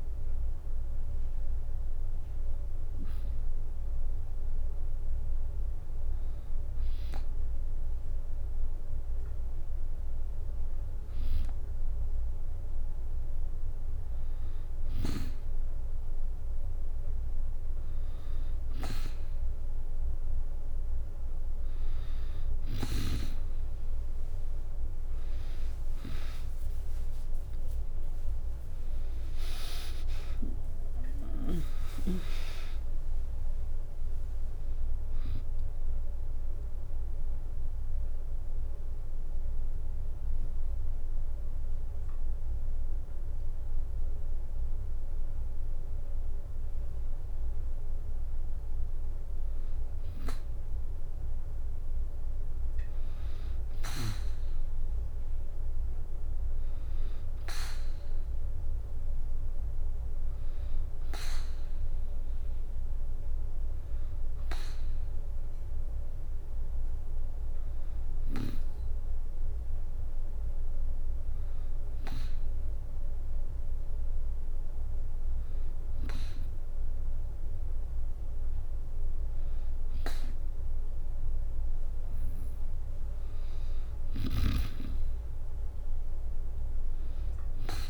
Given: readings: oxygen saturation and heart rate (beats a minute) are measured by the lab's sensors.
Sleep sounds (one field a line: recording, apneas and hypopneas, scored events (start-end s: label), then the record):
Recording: breathing in sleep by a room microphone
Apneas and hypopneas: 1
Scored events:
26.00-33.00 s: tachycardia (device-marked, heart rate 67 before, 128 extreme)
27.50-29.50 s: long interval between heartbeats (device-marked, heart rate 67 before, 94 extreme)
28.00-31.50 s: arousal
28.00-43.00 s: drop in pulse transit time (device-marked, heart rate 69 before, 63 extreme)
29.50-31.50 s: long interval between heartbeats (device-marked, heart rate 70 before, 107 extreme)
32.00-34.00 s: long interval between heartbeats (device-marked, heart rate 78 before, 118 extreme)
35.50-46.50 s: obstructive apnea (oxygen 96% before, 93% lowest, heart rate 86 before, 63 extreme, up 1 after)
49.50-52.50 s: arousal
From the record:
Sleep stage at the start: N2 (light sleep)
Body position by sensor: on the back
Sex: female